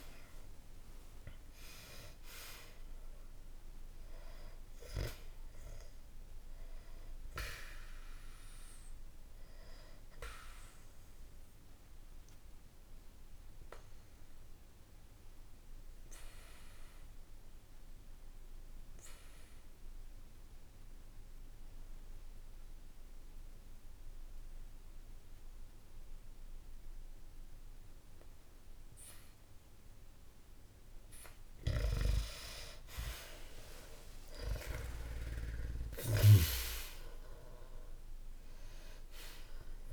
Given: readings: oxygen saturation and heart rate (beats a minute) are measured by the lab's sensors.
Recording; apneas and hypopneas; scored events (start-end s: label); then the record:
breathing in sleep by a room microphone; 1
0.00-2.00 s: arousal
4.00-25.00 s: oxygen desaturation (device-marked, oxygen 97% before, 90% lowest, heart rate 60 before, 59 extreme)
10.50-30.00 s: obstructive apnea (oxygen 97% before, 90% lowest, heart rate 61 before, 59 extreme, up 1 after)
32.50-37.50 s: arousal
38.00-39.93 s: oxygen desaturation (device-marked, oxygen 98% before, 92% lowest, heart rate 62 before, 59 extreme)
From the record:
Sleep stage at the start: N2 (light sleep); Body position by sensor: on the back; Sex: male